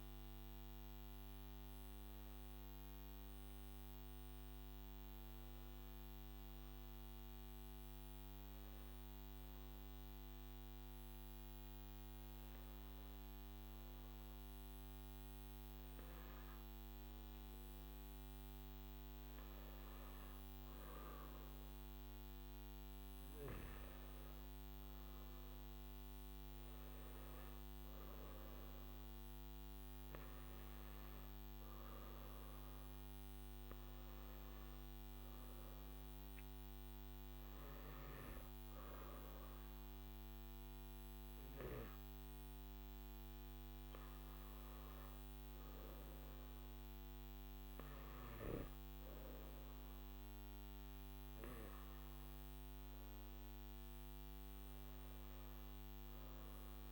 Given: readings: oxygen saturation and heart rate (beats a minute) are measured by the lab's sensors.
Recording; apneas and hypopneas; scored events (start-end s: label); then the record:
breathing in sleep, hard to hear, by a microphone on the trachea; none
none scored
From the record:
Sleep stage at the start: N3 (deep sleep); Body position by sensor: on the back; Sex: male